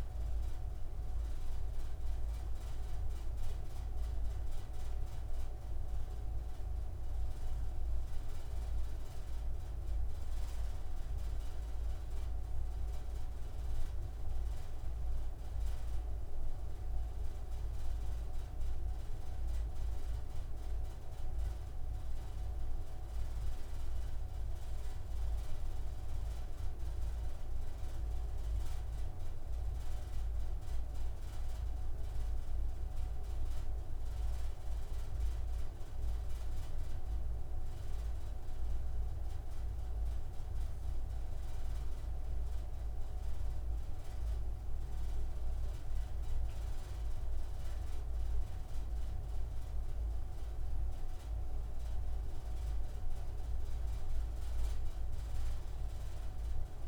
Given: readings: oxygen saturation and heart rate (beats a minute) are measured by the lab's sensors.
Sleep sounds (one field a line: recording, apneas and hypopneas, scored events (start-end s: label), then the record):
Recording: breathing in sleep, hard to hear, by a room microphone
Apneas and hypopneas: none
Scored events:
none scored
From the record:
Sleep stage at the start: N2 (light sleep)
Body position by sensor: on the right side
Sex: male